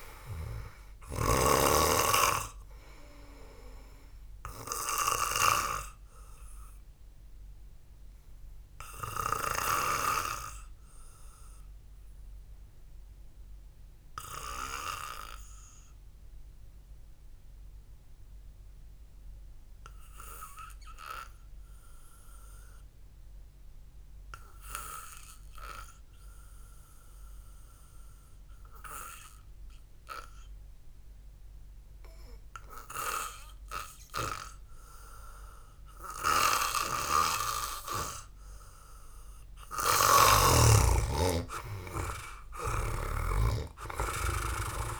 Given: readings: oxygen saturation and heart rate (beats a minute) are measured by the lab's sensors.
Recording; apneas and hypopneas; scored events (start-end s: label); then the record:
breathing in sleep by a room microphone; 1
1.50-23.50 s: oxygen desaturation (device-marked, oxygen 97% before, 91% lowest, heart rate 61 before, 51 extreme)
8.50-40.50 s: hypopnea (oxygen 99% before, 91% lowest, heart rate 56 before, 51 extreme, up 7 after)
36.50-45.00 s: oxygen desaturation (device-marked, oxygen 98% before, 93% lowest, heart rate 63 before, 51 extreme)
40.50-45.00 s: snoring (device-marked)
42.50-45.00 s: arousal
From the record:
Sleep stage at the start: N2 (light sleep); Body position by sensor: on the back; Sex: male